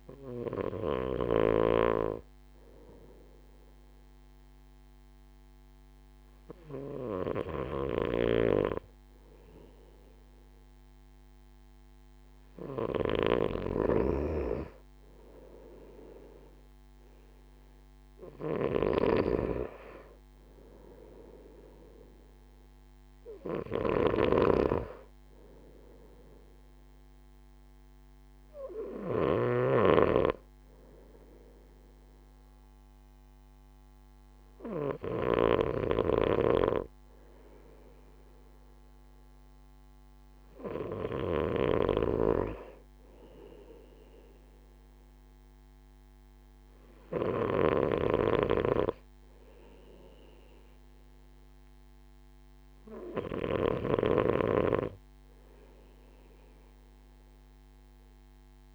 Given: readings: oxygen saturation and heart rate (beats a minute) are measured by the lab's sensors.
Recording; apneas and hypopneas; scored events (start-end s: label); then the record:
breathing in sleep by a microphone on the trachea; none
0.00-1.50 s: snoring (device-marked)
8.00-35.50 s: snoring (device-marked)
41.50-54.00 s: snoring (device-marked)
From the record:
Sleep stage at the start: N2 (light sleep); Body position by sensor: on the right side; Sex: male